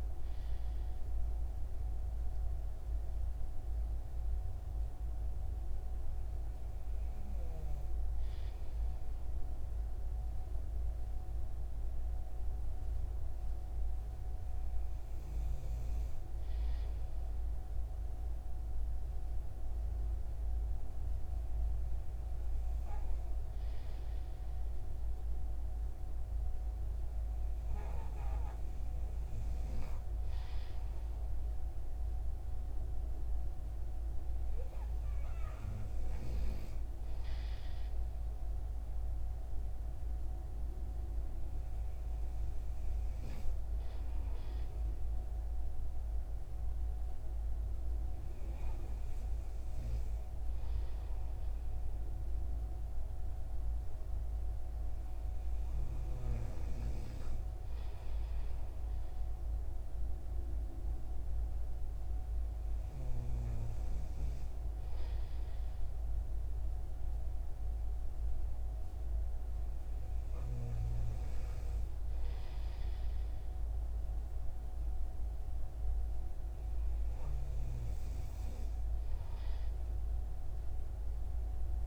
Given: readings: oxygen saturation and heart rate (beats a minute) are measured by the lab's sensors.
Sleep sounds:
breathing in sleep, hard to hear, by a room microphone; none
none scored
From the record:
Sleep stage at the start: N2 (light sleep); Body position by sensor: on the right side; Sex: male

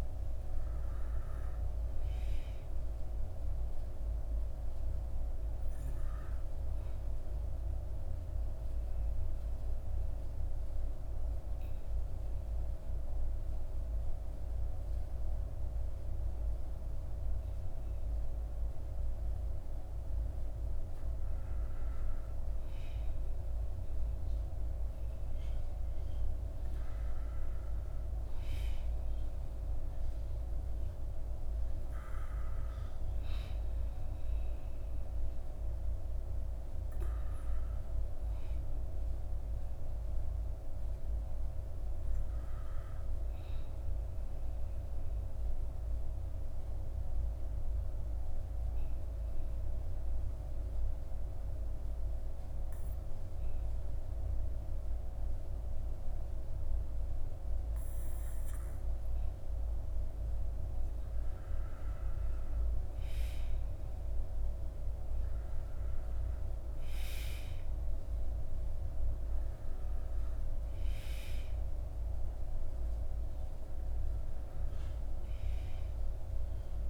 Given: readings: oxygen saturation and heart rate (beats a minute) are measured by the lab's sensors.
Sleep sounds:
breathing in sleep, hard to hear, by a room microphone; 2
6.50-22.50 s: obstructive apnea (oxygen 95% before, 91% lowest, heart rate 58 before, 44 extreme, up 17 after)
26.50-30.00 s: arousal
44.50-61.50 s: obstructive apnea (oxygen 95% before, 90% lowest, heart rate 57 before, 52 extreme, up 5 after)
63.50-67.00 s: arousal
74.50-76.90 s: oxygen desaturation (device-marked, oxygen 94% before, 90% lowest, heart rate 58 before, 48 extreme)
From the record:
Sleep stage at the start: N2 (light sleep); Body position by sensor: on the back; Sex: male

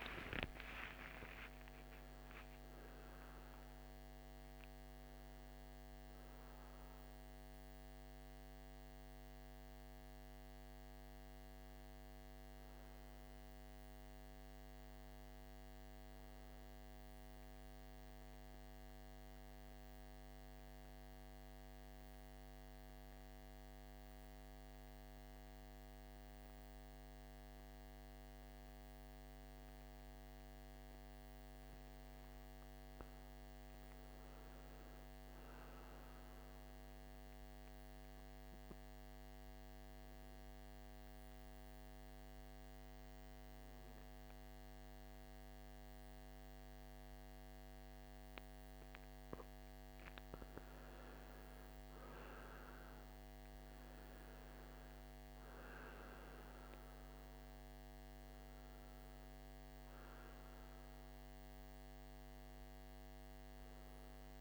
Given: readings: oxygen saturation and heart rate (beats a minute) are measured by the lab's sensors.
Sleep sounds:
breathing in sleep, hard to hear, by a microphone on the trachea; 2
0.00-14.00 s: oxygen desaturation (device-marked, oxygen 89% lowest, heart rate 52 extreme)
16.50-30.50 s: central apnea (oxygen 98% before, 90% lowest, heart rate 65 before, 52 extreme, up 7 after)
32.00-34.50 s: arousal
37.00-49.00 s: obstructive apnea (oxygen 98% before, 88% lowest, heart rate 54 before, 55 extreme, up 9 after)
38.00-54.00 s: oxygen desaturation (device-marked, oxygen 97% before, 92% lowest, heart rate 54 before, 55 extreme)
51.00-55.50 s: arousal
56.00-64.41 s: oxygen desaturation (device-marked, oxygen 95% before, 90% lowest, heart rate 63 before, 55 extreme)
From the record:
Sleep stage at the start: N2 (light sleep); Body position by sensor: on the right side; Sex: male

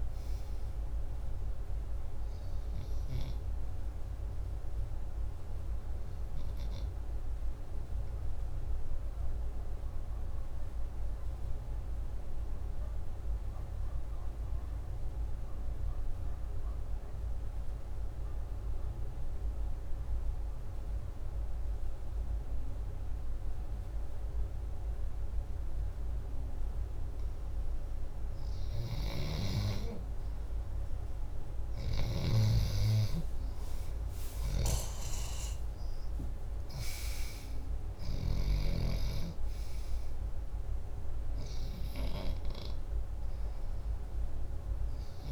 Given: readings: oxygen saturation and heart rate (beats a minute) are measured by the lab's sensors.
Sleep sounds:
breathing in sleep by a room microphone; 1
2.00-20.00 s: oxygen desaturation (device-marked, oxygen 95% before, 91% lowest, heart rate 152 before, 155 extreme)
4.50-26.50 s: obstructive apnea (oxygen 96% before, 89% lowest, heart rate 155 before, 137 extreme, up 40 after)
28.50-32.00 s: snoring (device-marked)
30.00-35.00 s: arousal
From the record:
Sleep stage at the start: N2 (light sleep); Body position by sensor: upright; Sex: male

